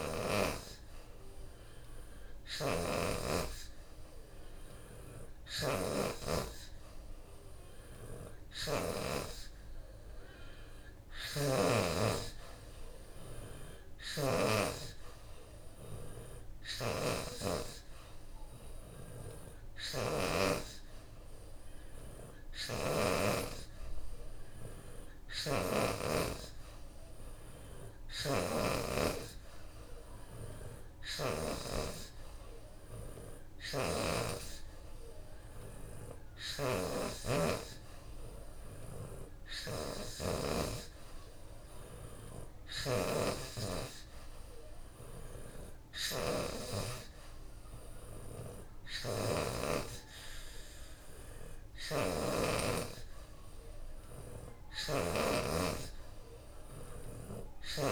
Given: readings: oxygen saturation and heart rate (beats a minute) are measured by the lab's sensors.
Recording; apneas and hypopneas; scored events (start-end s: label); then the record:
breathing in sleep by a room microphone; none
8.50-10.50 s: long interval between heartbeats (device-marked, heart rate 92 before, 88 extreme)
48.50-50.50 s: long interval between heartbeats (device-marked, heart rate 91 before, 90 extreme)
From the record:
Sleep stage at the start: N3 (deep sleep); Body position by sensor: on the back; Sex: female